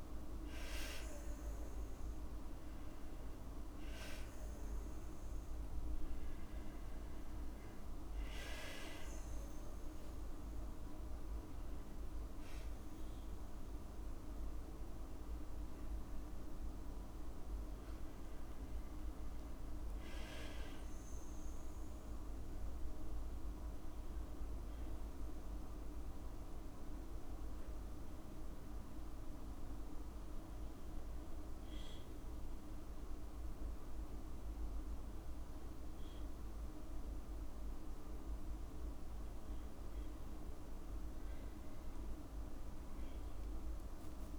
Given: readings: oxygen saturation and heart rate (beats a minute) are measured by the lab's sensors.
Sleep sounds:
breathing in sleep, hard to hear, by a room microphone; none
7.00-9.00 s: long interval between heartbeats (device-marked, heart rate 58 before, 69 extreme)
From the record:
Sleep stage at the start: N2 (light sleep); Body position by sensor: on the back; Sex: female

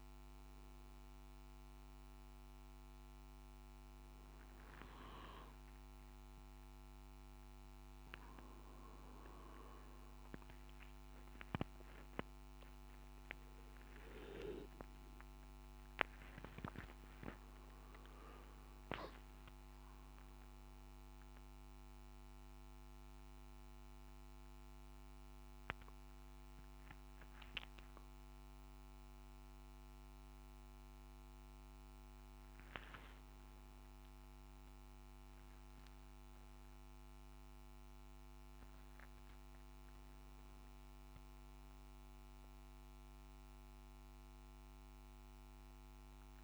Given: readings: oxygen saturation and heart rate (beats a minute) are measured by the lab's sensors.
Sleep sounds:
breathing in sleep by a microphone on the trachea; none
0.50-30.50 s: new sleep stage, N1 (lightest sleep)
17.50-22.50 s: arousal
30.50-46.44 s: new sleep stage, N2 (light sleep)
From the record:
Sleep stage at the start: N2 (light sleep); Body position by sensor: on the back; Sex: male

